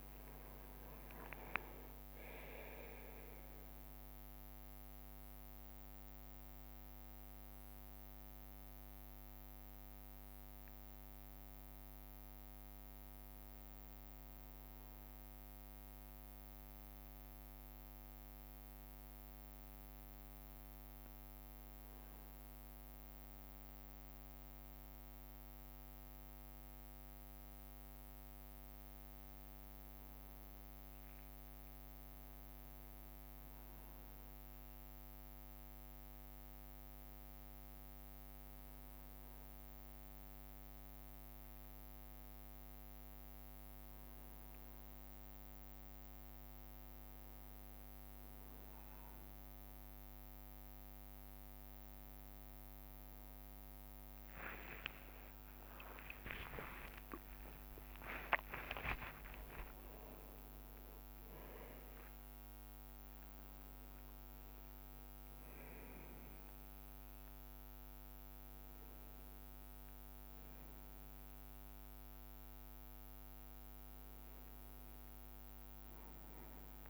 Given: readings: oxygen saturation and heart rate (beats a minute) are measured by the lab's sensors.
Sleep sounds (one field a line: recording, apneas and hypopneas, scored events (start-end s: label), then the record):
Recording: breathing in sleep by a microphone on the trachea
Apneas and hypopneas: none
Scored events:
0.00-4.00 s: arousal
0.00-5.50 s: leg movement (device-marked)
2.50-17.50 s: drop in pulse transit time (device-marked, heart rate 65 before, 63 extreme)
54.50-61.50 s: tachycardia (device-marked, heart rate 71 before, 146 extreme)
54.50-64.50 s: leg movement (device-marked)
55.00-61.00 s: arousal
55.50-57.50 s: long interval between heartbeats (device-marked, heart rate 63 before, 79 extreme)
58.50-60.50 s: long interval between heartbeats (device-marked, heart rate 67 before, 121 extreme)
58.50-69.50 s: drop in pulse transit time (device-marked, heart rate 67 before, 74 extreme)
From the record:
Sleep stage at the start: N1 (lightest sleep)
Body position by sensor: on the back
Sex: male